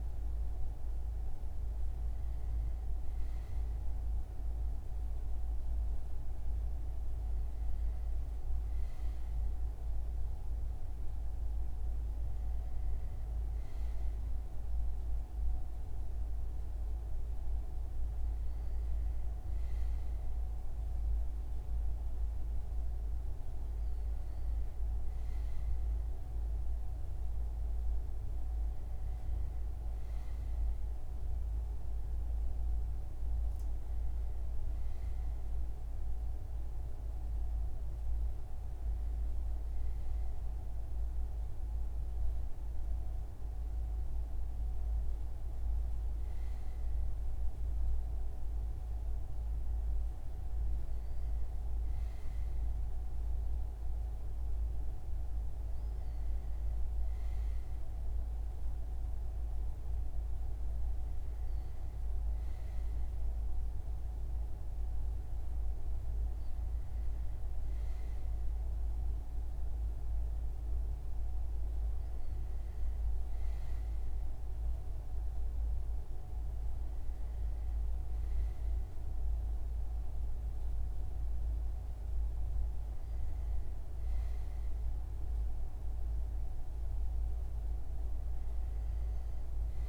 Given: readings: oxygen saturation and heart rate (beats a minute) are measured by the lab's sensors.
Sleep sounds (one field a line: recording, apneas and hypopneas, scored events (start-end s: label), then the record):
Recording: breathing in sleep, hard to hear, by a room microphone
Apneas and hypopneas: none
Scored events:
none scored
From the record:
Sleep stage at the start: N2 (light sleep)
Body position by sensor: on the front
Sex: male